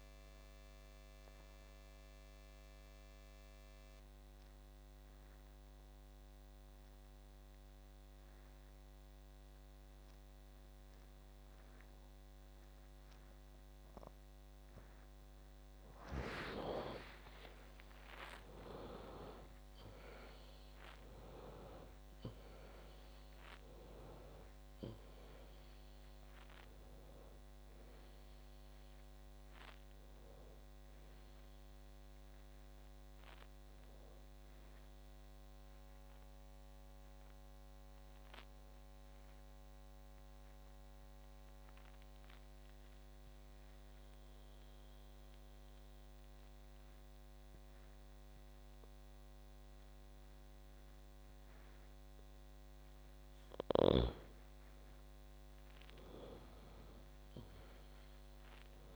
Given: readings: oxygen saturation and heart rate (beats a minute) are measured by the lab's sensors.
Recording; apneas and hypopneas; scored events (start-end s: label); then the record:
breathing in sleep by a microphone on the trachea; 2
1.50-15.00 s: obstructive apnea (oxygen 96% before, 90% lowest, heart rate 60 before, 52 extreme, up 24 after)
17.50-22.00 s: arousal
20.00-44.00 s: oxygen desaturation (device-marked, oxygen 96% before, 90% lowest, heart rate 58 before, 51 extreme)
41.00-54.00 s: obstructive apnea (oxygen 96% before, 93% lowest, heart rate 62 before, 51 extreme, up 22 after)
56.00-58.96 s: arousal
From the record:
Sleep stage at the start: N2 (light sleep); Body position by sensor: on the back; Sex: female